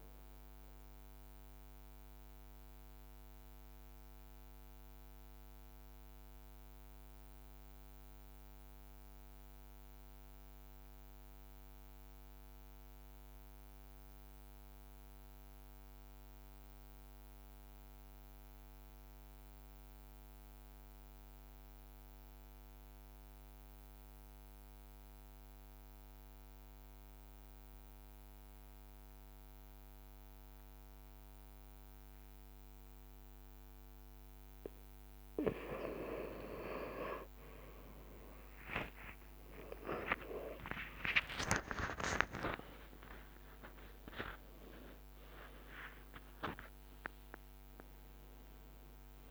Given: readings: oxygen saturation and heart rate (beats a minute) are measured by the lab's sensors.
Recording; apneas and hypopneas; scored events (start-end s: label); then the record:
breathing in sleep by a microphone on the trachea; 1
1.50-33.50 s: mixed apnea (oxygen 97% before, 92% lowest, heart rate 58 before, 51 extreme, up 27 after)
23.00-27.50 s: leg movement (device-marked)
36.50-42.00 s: arousal
38.00-49.31 s: oxygen desaturation (device-marked, oxygen 97% before, 94% lowest, heart rate 53 before, 56 extreme)
38.50-41.00 s: leg movement (device-marked)
39.00-41.00 s: long interval between heartbeats (device-marked, heart rate 53 before, 66 extreme)
41.00-43.00 s: long interval between heartbeats (device-marked, heart rate 54 before, 78 extreme)
41.50-43.00 s: leg movement (device-marked)
46.50-49.31 s: leg movement (device-marked)
From the record:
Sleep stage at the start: N2 (light sleep); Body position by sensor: on the right side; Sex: male